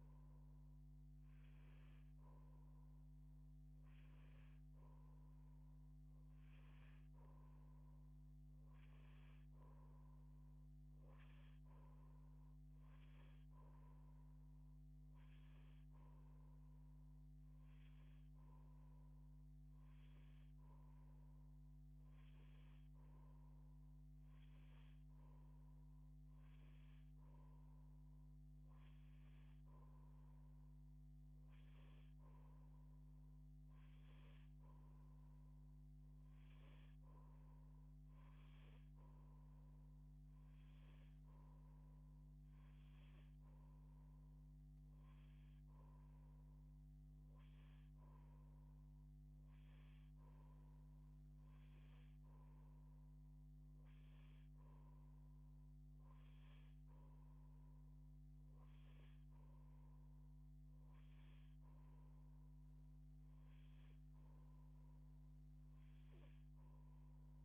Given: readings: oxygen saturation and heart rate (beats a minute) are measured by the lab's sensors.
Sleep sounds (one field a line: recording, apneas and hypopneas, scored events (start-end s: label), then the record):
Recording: breathing in sleep, hard to hear, by a microphone on the trachea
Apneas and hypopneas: none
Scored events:
7.00-28.00 s: oxygen desaturation (device-marked, oxygen 91% before, 88% lowest, heart rate 94 before, 52 extreme)
From the record:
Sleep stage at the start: N2 (light sleep)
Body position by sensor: on the back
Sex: female